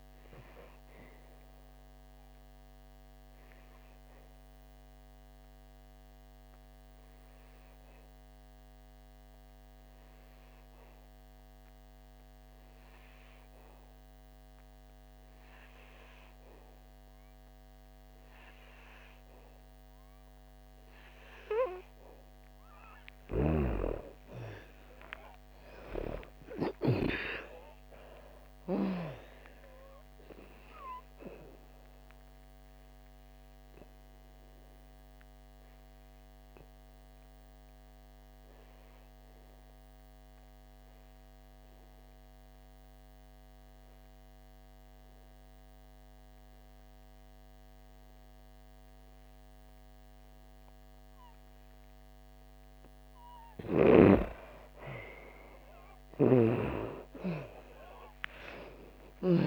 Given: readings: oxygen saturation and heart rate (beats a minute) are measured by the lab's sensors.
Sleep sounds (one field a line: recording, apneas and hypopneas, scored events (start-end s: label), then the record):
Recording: breathing in sleep by a microphone on the trachea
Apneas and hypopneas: 2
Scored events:
0.00-18.00 s: oxygen desaturation (device-marked, oxygen 83% lowest, heart rate 58 extreme)
1.00-24.00 s: obstructive apnea (oxygen 98% before, 83% lowest, heart rate 66 before, 56 extreme, up 11 after)
23.50-27.50 s: snoring (device-marked)
25.00-29.00 s: arousal
28.00-54.00 s: oxygen desaturation (device-marked, oxygen 97% before, 85% lowest, heart rate 61 before, 56 extreme)
32.50-53.00 s: obstructive apnea (oxygen 97% before, 83% lowest, heart rate 63 before, 56 extreme, up 12 after)
54.00-59.47 s: snoring (device-marked)
57.00-59.47 s: arousal
From the record:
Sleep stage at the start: N2 (light sleep)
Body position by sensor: on the back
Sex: female